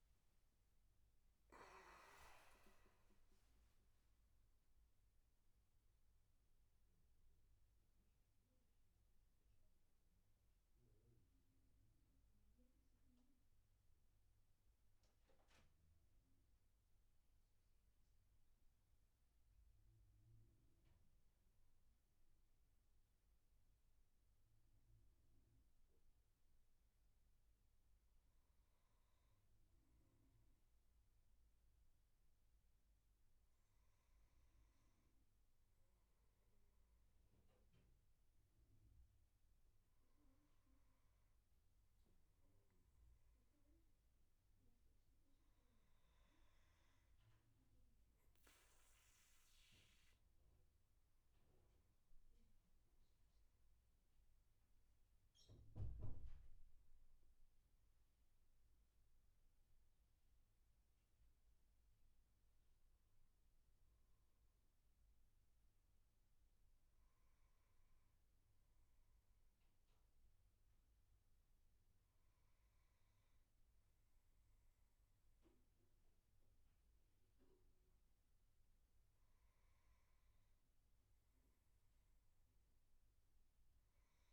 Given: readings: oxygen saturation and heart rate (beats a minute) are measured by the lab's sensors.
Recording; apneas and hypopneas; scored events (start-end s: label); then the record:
breathing in sleep, hard to hear, by a room microphone; none
0.00-18.00 s: oxygen desaturation (device-marked, oxygen 88% lowest, heart rate 63 extreme)
From the record:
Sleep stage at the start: N2 (light sleep); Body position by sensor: on the back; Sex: male